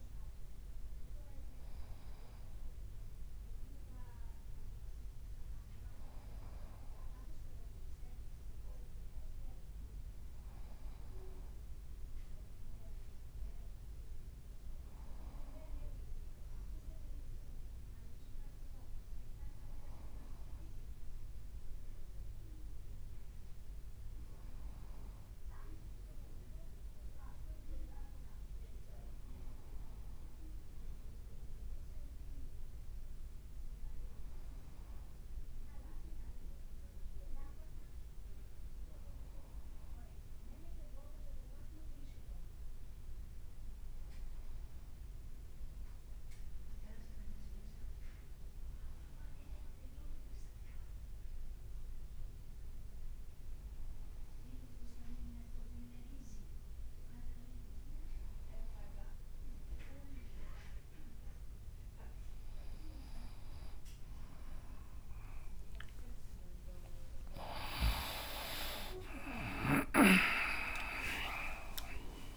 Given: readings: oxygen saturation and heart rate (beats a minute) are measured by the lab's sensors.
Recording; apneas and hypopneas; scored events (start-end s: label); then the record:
breathing in sleep by a room microphone; none
0.50-10.00 s: leg movement (device-marked)
0.50-72.36 s: new sleep stage, N1 (lightest sleep)
18.50-25.00 s: leg movement (device-marked)
30.50-38.50 s: leg movement (device-marked)
40.00-45.00 s: leg movement (device-marked)
45.50-56.00 s: leg movement (device-marked)
58.00-63.50 s: leg movement (device-marked)
65.50-72.36 s: leg movement (device-marked)
68.00-72.36 s: arousal
68.50-70.50 s: long interval between heartbeats (device-marked, heart rate 64 before, 77 extreme)
68.50-72.36 s: tachycardia (device-marked, heart rate 62 before, 135 extreme)
From the record:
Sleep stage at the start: N2 (light sleep); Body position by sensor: on the back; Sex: male